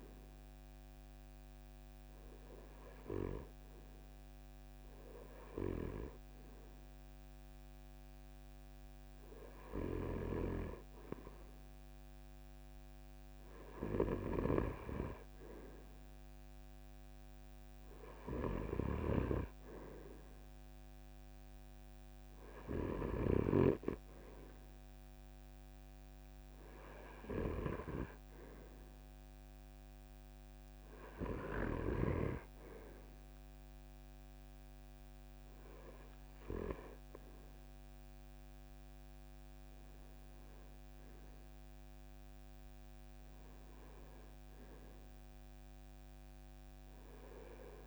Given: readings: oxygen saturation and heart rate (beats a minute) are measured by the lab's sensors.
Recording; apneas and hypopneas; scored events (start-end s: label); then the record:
breathing in sleep by a microphone on the trachea; none
none scored
From the record:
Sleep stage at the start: REM sleep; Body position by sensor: on the front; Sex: male